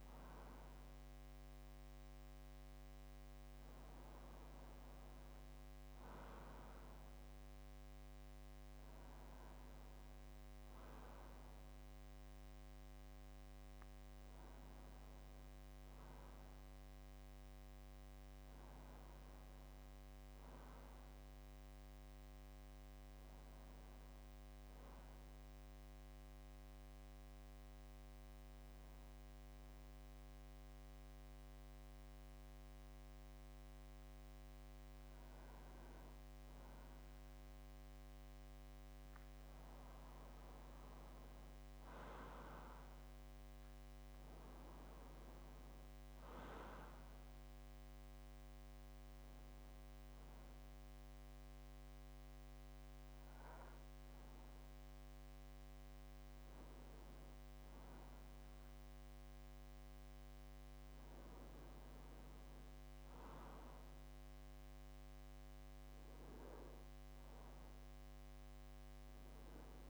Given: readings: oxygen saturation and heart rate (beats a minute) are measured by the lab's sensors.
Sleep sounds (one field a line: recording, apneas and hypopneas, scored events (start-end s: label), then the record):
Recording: breathing in sleep, hard to hear, by a microphone on the trachea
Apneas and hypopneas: 2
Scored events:
0.00-21.50 s: oxygen desaturation (device-marked, oxygen 93% lowest)
25.50-36.00 s: hypopnea (oxygen 95% before, 90% lowest)
38.50-41.50 s: arousal
44.50-59.50 s: oxygen desaturation (device-marked, oxygen 95% before, 90% lowest)
48.00-59.50 s: hypopnea (oxygen 96% before, 90% lowest)
63.00-67.00 s: arousal
From the record:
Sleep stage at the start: N2 (light sleep)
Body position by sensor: on the back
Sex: male